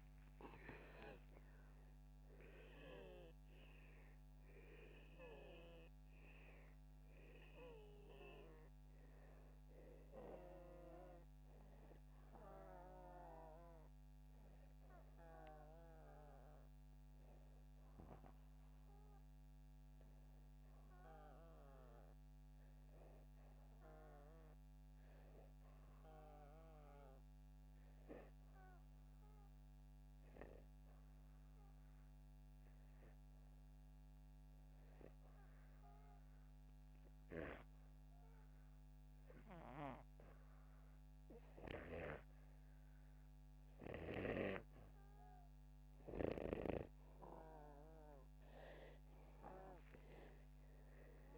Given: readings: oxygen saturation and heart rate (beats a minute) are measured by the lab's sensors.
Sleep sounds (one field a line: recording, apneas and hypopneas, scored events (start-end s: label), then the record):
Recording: breathing in sleep by a microphone on the trachea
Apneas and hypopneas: 1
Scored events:
0.00-1.50 s: arousal
4.50-29.50 s: oxygen desaturation (device-marked, oxygen 97% before, 90% lowest)
27.00-43.00 s: obstructive apnea (oxygen 97% before, 92% lowest)
48.50-51.38 s: arousal
From the record:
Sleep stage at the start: REM sleep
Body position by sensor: upright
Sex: male